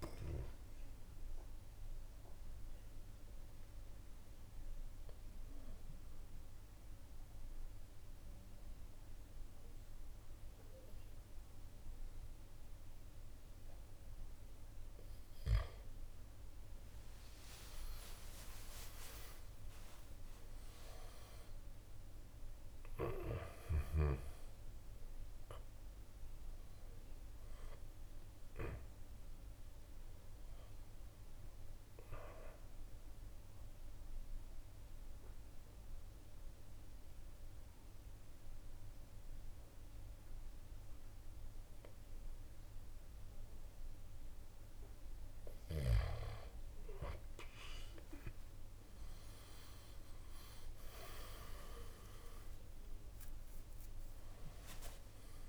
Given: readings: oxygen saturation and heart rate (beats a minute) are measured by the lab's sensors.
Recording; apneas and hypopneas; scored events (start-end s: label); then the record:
breathing in sleep by a room microphone; 2
0.00-14.50 s: oxygen desaturation (device-marked, oxygen 90% lowest, heart rate 68 extreme)
0.50-15.50 s: hypopnea (oxygen 96% before, 90% lowest, heart rate 70 before, 67 extreme, up 11 after)
17.00-20.50 s: arousal
19.50-33.50 s: drop in pulse transit time (device-marked, heart rate 71 before, 75 extreme)
24.50-41.50 s: oxygen desaturation (device-marked, oxygen 97% before, 91% lowest, heart rate 72 before, 65 extreme)
34.00-45.50 s: central apnea (oxygen 97% before, 90% lowest, heart rate 75 before, 65 extreme, up 10 after)
47.50-51.00 s: arousal
52.50-55.49 s: drop in pulse transit time (device-marked, heart rate 69 before, 70 extreme)
From the record:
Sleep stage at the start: N2 (light sleep); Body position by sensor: on the back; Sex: male